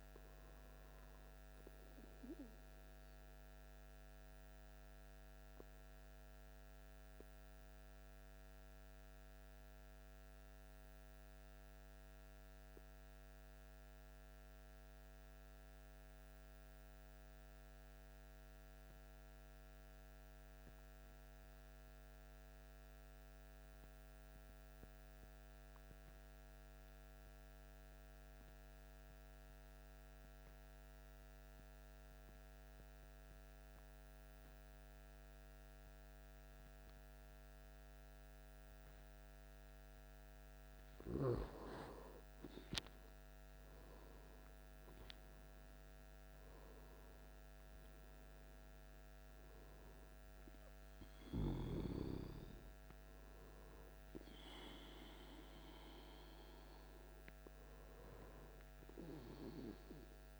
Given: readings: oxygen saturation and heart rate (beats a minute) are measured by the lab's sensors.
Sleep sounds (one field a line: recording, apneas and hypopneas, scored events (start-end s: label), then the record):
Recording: breathing in sleep by a microphone on the trachea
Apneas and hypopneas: 1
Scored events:
3.00-40.50 s: mixed apnea (oxygen 99% before, 90% lowest, heart rate 57 before, 55 extreme, up 13 after)
29.00-60.40 s: oxygen desaturation (device-marked, oxygen 99% before, 90% lowest, heart rate 56 before, 56 extreme)
44.00-48.50 s: arousal
From the record:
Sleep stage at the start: N2 (light sleep)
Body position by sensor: on the back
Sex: male